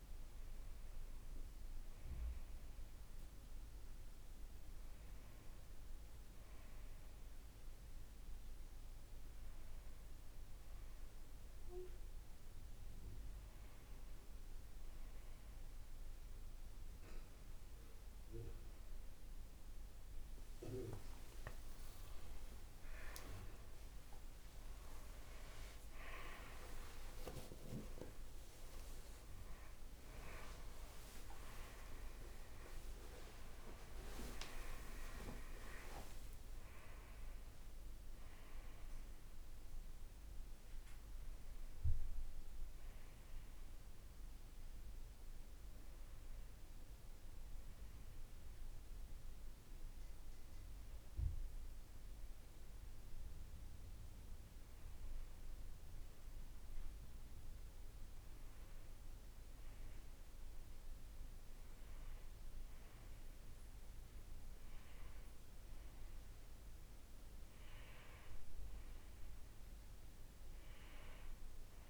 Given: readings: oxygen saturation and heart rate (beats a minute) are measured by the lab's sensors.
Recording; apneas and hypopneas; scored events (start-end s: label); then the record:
a person awake in a sleep study, by a room microphone; 1
11.00-28.00 s: oxygen desaturation (device-marked, oxygen 98% before, 93% lowest, heart rate 69 before, 56 extreme)
41.00-71.90 s: new sleep stage, N2 (light sleep)
44.00-55.00 s: hypopnea (oxygen 96% before, 93% lowest, heart rate 75 before, 55 extreme, up 7 after)
57.00-61.00 s: arousal
64.00-71.90 s: oxygen desaturation (device-marked, oxygen 96% before, 93% lowest, heart rate 59 before, 62 extreme)
From the record:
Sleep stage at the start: awake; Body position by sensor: on the right side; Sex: male